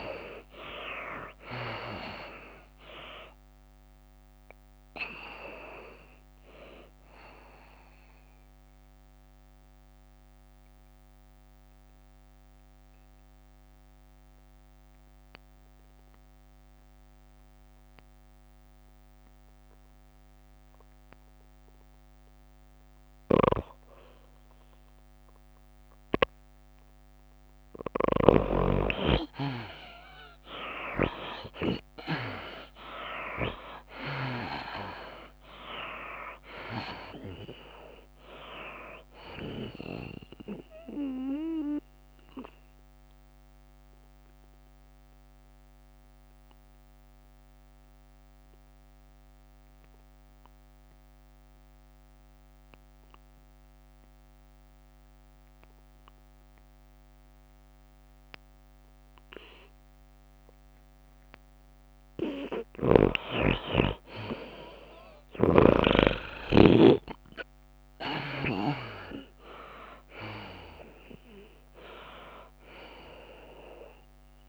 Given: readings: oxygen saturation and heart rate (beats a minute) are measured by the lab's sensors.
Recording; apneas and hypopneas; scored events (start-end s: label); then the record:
breathing in sleep by a microphone on the trachea; 2
0.00-14.00 s: tachycardia (device-marked, heart rate 106 extreme)
0.00-16.00 s: drop in pulse transit time (device-marked, heart rate 96 before, 100 extreme)
0.00-20.00 s: oxygen desaturation (device-marked, oxygen 78% lowest, heart rate 95 extreme)
9.00-24.00 s: mixed apnea (oxygen 98% before, 78% lowest, heart rate 99 before, 95 extreme, up 2 after)
25.00-53.00 s: oxygen desaturation (device-marked, oxygen 98% before, 79% lowest, heart rate 102 before, 94 extreme)
31.00-47.00 s: tachycardia (device-marked, heart rate 101 before, 116 extreme)
32.50-36.50 s: arousal
35.00-48.00 s: drop in pulse transit time (device-marked, heart rate 98 before, 102 extreme)
36.50-38.50 s: long interval between heartbeats (device-marked, heart rate 98 before, 110 extreme)
42.00-62.00 s: obstructive apnea (oxygen 98% before, 76% lowest, heart rate 102 before, 94 extreme, up 54 after)
58.00-74.49 s: tachycardia (device-marked, heart rate 101 before, 148 extreme)
61.50-63.50 s: long interval between heartbeats (device-marked, heart rate 100 before, 101 extreme)
63.50-68.00 s: arousal
64.00-66.00 s: long interval between heartbeats (device-marked, heart rate 99 before, 112 extreme)
65.00-74.49 s: oxygen desaturation (device-marked, oxygen 97% before, 81% lowest, heart rate 100 before, 93 extreme)
66.50-68.50 s: long interval between heartbeats (device-marked, heart rate 101 before, 132 extreme)
67.00-74.49 s: drop in pulse transit time (device-marked, heart rate 102 before, 101 extreme)
From the record:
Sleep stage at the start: N2 (light sleep); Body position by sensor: on the back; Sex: female